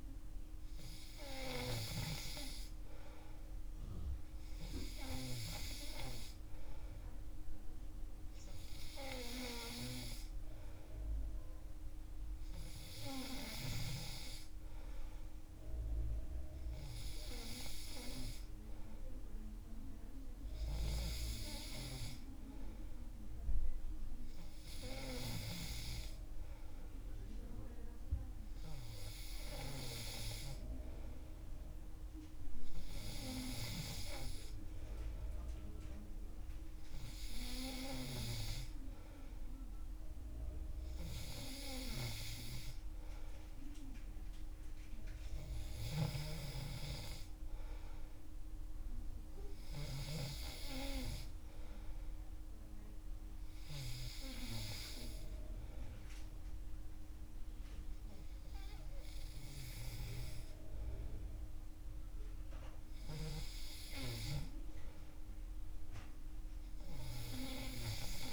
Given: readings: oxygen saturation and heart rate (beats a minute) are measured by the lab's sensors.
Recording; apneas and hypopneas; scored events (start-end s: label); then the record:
breathing in sleep by a room microphone; none
none scored
From the record:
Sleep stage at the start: N3 (deep sleep); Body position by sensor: on the back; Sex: male